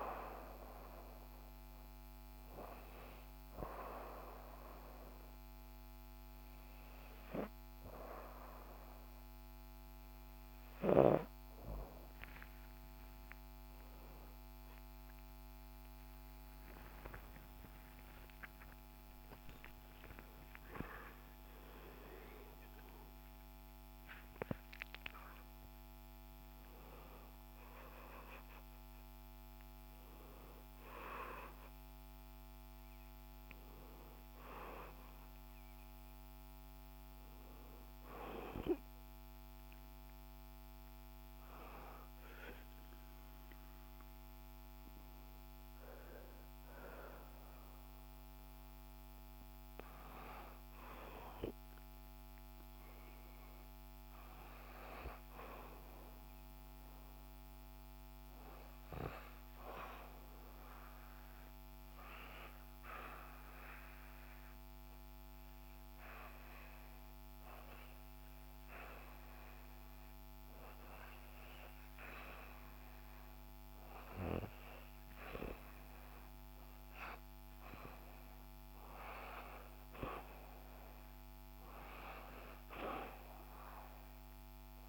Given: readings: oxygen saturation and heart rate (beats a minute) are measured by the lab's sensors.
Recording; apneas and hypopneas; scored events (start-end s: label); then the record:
breathing in sleep by a microphone on the trachea; 2
3.50-13.50 s: obstructive apnea (oxygen 98% before, 95% lowest, heart rate 65 before, 62 extreme, up 10 after)
14.50-20.00 s: arousal
61.00-73.00 s: obstructive apnea (oxygen 97% before, 92% lowest, heart rate 64 before, 62 extreme, up 0 after)
74.00-77.50 s: arousal
76.50-84.89 s: oxygen desaturation (device-marked, oxygen 95% before, 92% lowest, heart rate 63 before, 62 extreme)
From the record:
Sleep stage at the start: REM sleep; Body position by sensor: on the back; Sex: female